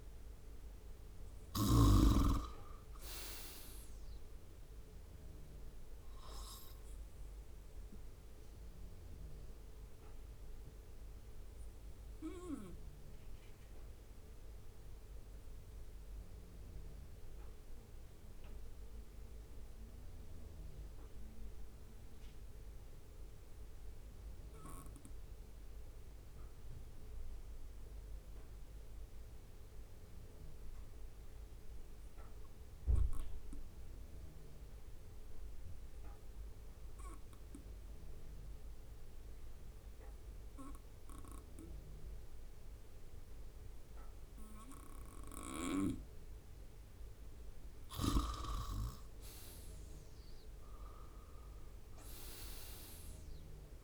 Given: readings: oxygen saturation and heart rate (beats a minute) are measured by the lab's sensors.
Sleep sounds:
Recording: breathing in sleep by a room microphone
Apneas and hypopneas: 1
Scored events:
7.50-46.00 s: obstructive apnea (oxygen 96% before, 92% lowest, heart rate 68 before, 62 extreme, up 8 after)
9.50-21.50 s: oxygen desaturation (device-marked, oxygen 95% before, 92% lowest, heart rate 67 before, 63 extreme)
48.00-51.50 s: arousal
From the record:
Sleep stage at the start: N2 (light sleep)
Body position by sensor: on the right side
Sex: male

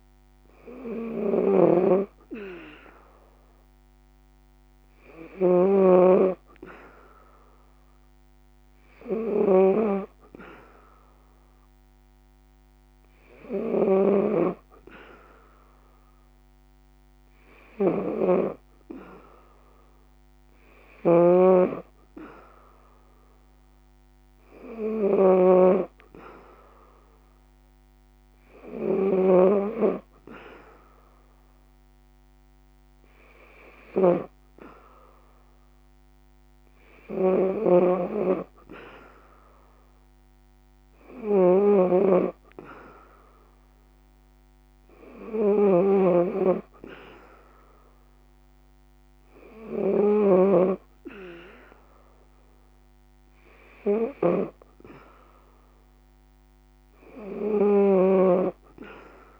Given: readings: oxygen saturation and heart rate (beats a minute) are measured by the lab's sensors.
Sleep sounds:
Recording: breathing in sleep by a microphone on the trachea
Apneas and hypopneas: none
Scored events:
0.00-59.40 s: snoring (device-marked)
From the record:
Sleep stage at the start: N3 (deep sleep)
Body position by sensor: on the back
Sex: female

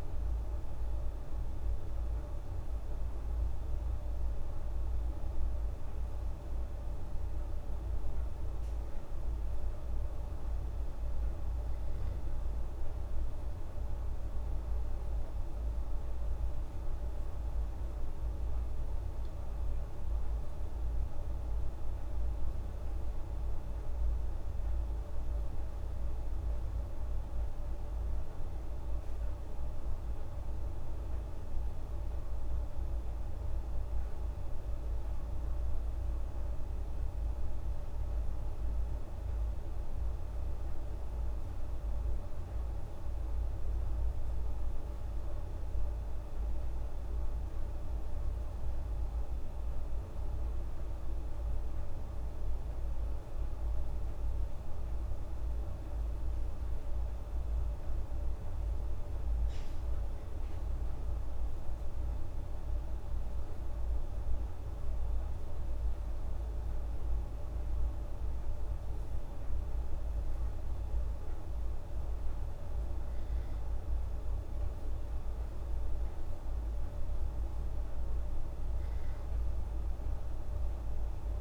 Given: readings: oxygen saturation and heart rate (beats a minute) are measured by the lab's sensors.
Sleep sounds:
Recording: breathing in sleep, hard to hear, by a room microphone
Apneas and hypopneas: none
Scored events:
0.00-1.50 s: arousal
From the record:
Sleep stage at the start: N2 (light sleep)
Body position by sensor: on the back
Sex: female

